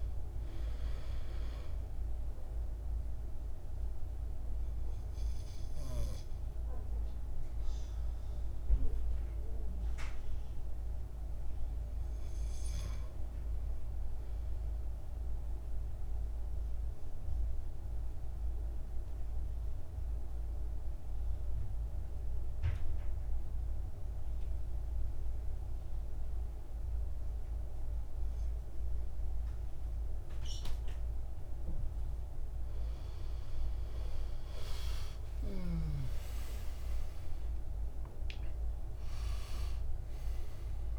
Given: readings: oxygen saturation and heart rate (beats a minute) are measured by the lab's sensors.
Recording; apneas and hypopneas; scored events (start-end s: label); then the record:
breathing in sleep, hard to hear, by a room microphone; 1
0.00-19.50 s: oxygen desaturation (device-marked, oxygen 89% lowest, heart rate 53 extreme)
4.00-31.00 s: mixed apnea (oxygen 99% before, 88% lowest, heart rate 57 before, 53 extreme, up 15 after)
33.00-38.00 s: arousal
34.50-40.99 s: oxygen desaturation (device-marked, oxygen 98% before, 90% lowest, heart rate 55 before, 54 extreme)
From the record:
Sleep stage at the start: N2 (light sleep); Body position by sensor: on the back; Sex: male